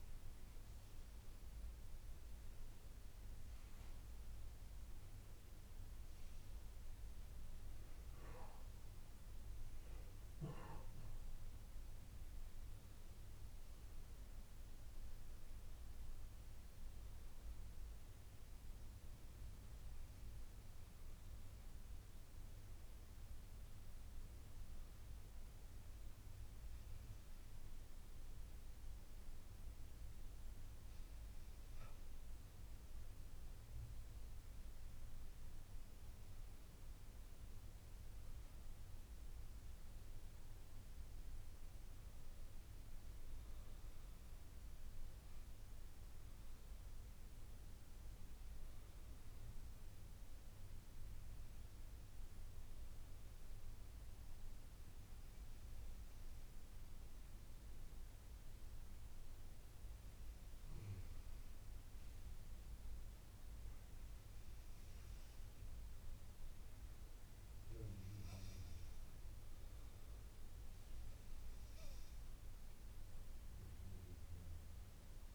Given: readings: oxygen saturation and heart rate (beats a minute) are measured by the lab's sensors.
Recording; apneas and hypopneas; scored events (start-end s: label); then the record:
breathing in sleep, hard to hear, by a room microphone; 2
14.00-18.00 s: arousal
21.50-33.00 s: hypopnea (oxygen 97% before, 95% lowest, heart rate 55 before, 51 extreme, up 4 after)
36.50-40.00 s: arousal
54.00-67.50 s: hypopnea (oxygen 97% before, 95% lowest, heart rate 55 before, 52 extreme, up 5 after)
69.00-72.00 s: arousal
From the record:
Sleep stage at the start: N2 (light sleep); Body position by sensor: on the left side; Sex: female